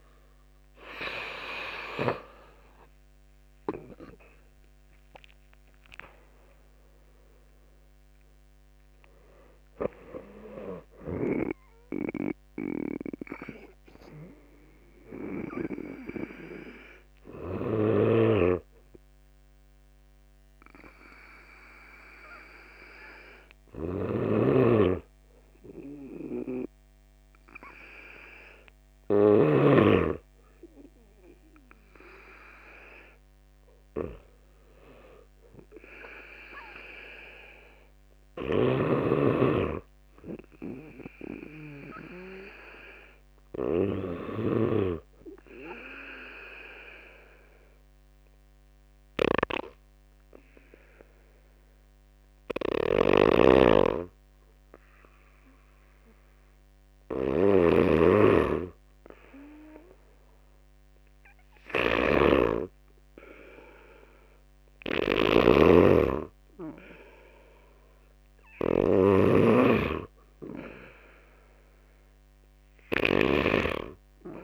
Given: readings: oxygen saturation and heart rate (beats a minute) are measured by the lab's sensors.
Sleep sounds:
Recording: breathing in sleep by a microphone on the trachea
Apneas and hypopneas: none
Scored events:
0.00-3.50 s: oxygen desaturation (device-marked, oxygen 89% lowest, heart rate 56 extreme)
1.50-17.50 s: drop in pulse transit time (device-marked, heart rate 65 before, 59 extreme)
4.50-8.00 s: arousal
17.00-29.00 s: snoring (device-marked)
38.00-43.50 s: snoring (device-marked)
52.00-74.44 s: snoring (device-marked)
From the record:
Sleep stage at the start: N2 (light sleep)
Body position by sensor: on the back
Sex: male

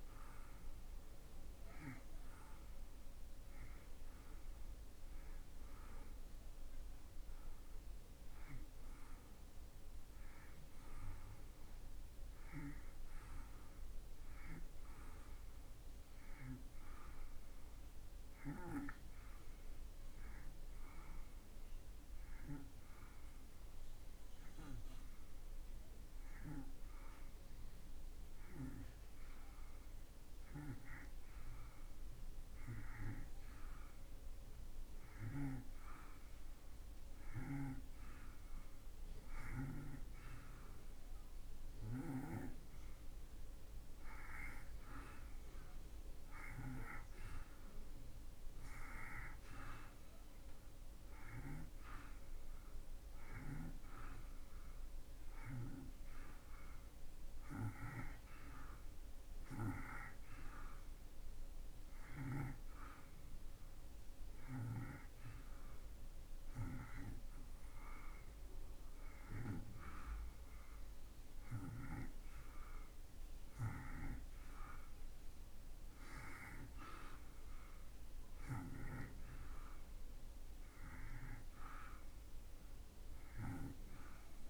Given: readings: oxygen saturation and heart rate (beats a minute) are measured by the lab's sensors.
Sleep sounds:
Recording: breathing in sleep by a room microphone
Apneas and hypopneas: 2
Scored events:
0.00-14.50 s: oxygen desaturation (device-marked, oxygen 85% lowest)
16.00-37.00 s: hypopnea (oxygen 95% before, 85% lowest)
30.50-60.50 s: oxygen desaturation (device-marked, oxygen 96% before, 85% lowest)
38.00-44.00 s: arousal
63.00-75.50 s: hypopnea (oxygen 92% before, 87% lowest)
79.00-84.50 s: arousal
From the record:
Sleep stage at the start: N2 (light sleep)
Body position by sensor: on the back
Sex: male

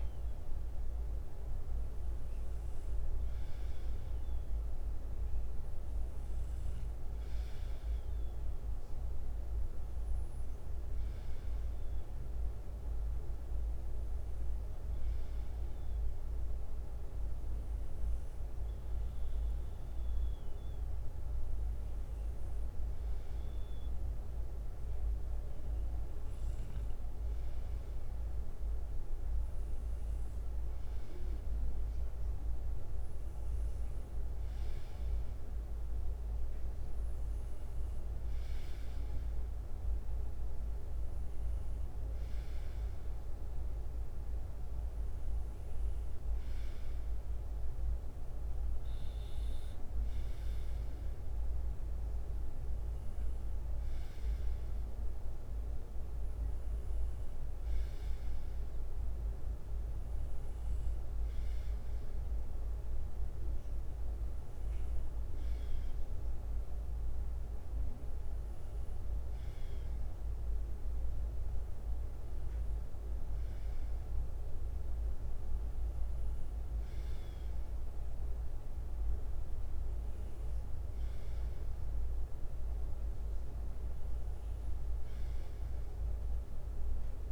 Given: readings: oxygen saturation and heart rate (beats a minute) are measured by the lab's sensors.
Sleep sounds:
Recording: breathing in sleep, hard to hear, by a room microphone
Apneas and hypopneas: none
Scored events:
0.00-1.50 s: bradycardia (device-marked, heart rate 45 extreme)
10.50-20.50 s: bradycardia (device-marked, heart rate 61 before, 57 extreme)
59.50-61.50 s: bradycardia (device-marked, heart rate 61 before, 61 extreme)
62.50-80.50 s: bradycardia (device-marked, heart rate 61 before, 57 extreme)
82.50-86.50 s: bradycardia (device-marked, heart rate 61 before, 58 extreme)
From the record:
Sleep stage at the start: N2 (light sleep)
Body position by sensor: on the left side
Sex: male

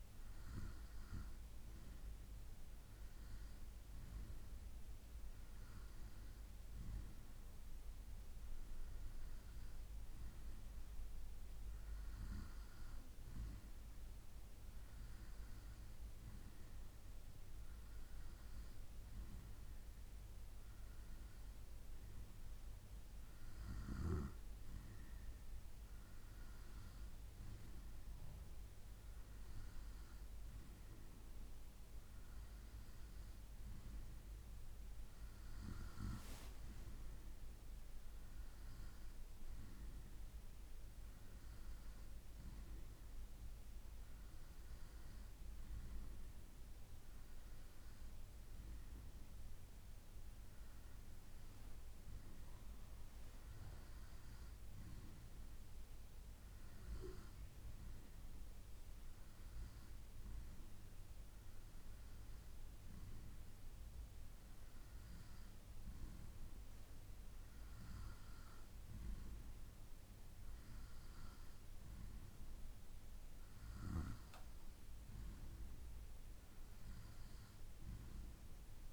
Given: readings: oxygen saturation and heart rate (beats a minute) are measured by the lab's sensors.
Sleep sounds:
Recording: breathing in sleep, hard to hear, by a room microphone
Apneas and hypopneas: none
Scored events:
76.50-78.93 s: bradycardia (device-marked, heart rate 68 before, 39 extreme)
From the record:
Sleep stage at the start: N2 (light sleep)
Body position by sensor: on the right side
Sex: male

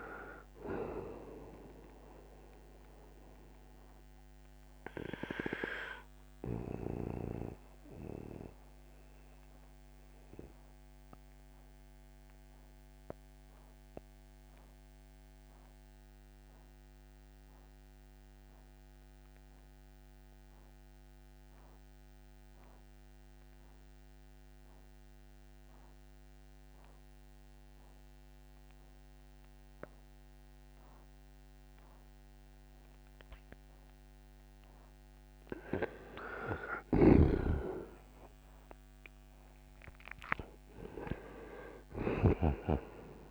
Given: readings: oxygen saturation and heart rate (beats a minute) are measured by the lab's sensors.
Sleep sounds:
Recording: breathing in sleep by a microphone on the trachea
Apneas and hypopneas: 1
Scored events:
0.00-26.00 s: oxygen desaturation (device-marked, oxygen 80% lowest, heart rate 58 extreme)
5.00-32.50 s: mixed apnea (oxygen 96% before, 80% lowest, heart rate 67 before, 58 extreme, up 17 after)
36.00-39.50 s: arousal
37.00-42.50 s: snoring (device-marked)
38.00-43.31 s: oxygen desaturation (device-marked, oxygen 98% before, 87% lowest, heart rate 60 before, 58 extreme)
From the record:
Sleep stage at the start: N2 (light sleep)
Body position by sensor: on the right side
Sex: male

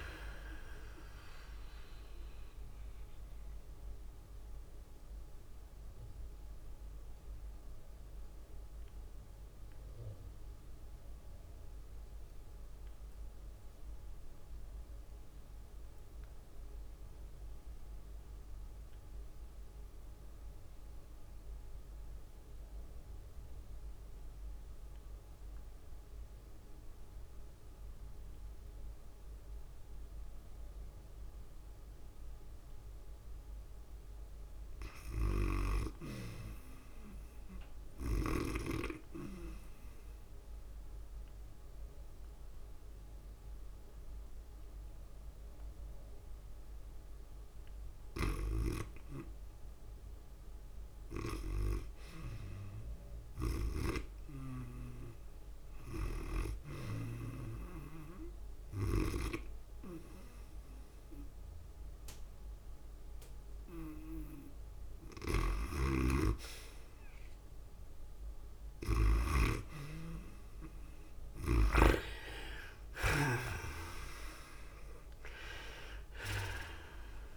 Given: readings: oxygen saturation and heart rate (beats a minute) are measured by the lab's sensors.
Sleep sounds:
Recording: breathing in sleep by a room microphone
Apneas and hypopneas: 2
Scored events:
0.00-8.00 s: drop in pulse transit time (device-marked, heart rate 105 extreme)
0.00-10.00 s: oxygen desaturation (device-marked, oxygen 64% lowest, heart rate 99 extreme)
0.00-28.00 s: tachycardia (device-marked, heart rate 116 extreme)
2.50-33.50 s: mixed apnea (oxygen 97% before, 64% lowest, heart rate 106 before, 97 extreme, up 1 after)
9.00-77.37 s: new sleep stage, REM sleep
23.00-53.00 s: oxygen desaturation (device-marked, oxygen 99% before, 67% lowest, heart rate 109 before, 97 extreme)
35.50-38.50 s: arousal
41.00-51.00 s: obstructive apnea (oxygen 99% before, 67% lowest, heart rate 101 before, 97 extreme, up 3 after)
42.00-49.00 s: tachycardia (device-marked, heart rate 105 before, 103 extreme)
54.50-58.50 s: arousal
55.00-72.00 s: oxygen desaturation (device-marked, oxygen 77% before, 67% lowest, heart rate 100 before, 103 extreme)
57.00-77.37 s: tachycardia (device-marked, heart rate 105 before, 115 extreme)
66.00-70.00 s: snoring (device-marked)
73.50-77.37 s: arousal
74.00-77.37 s: oxygen desaturation (device-marked, oxygen 74% before, 68% lowest, heart rate 103 before, 104 extreme)
75.00-77.37 s: drop in pulse transit time (device-marked, heart rate 104 before, 110 extreme)
From the record:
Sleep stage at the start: N2 (light sleep)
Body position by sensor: on the back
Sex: female

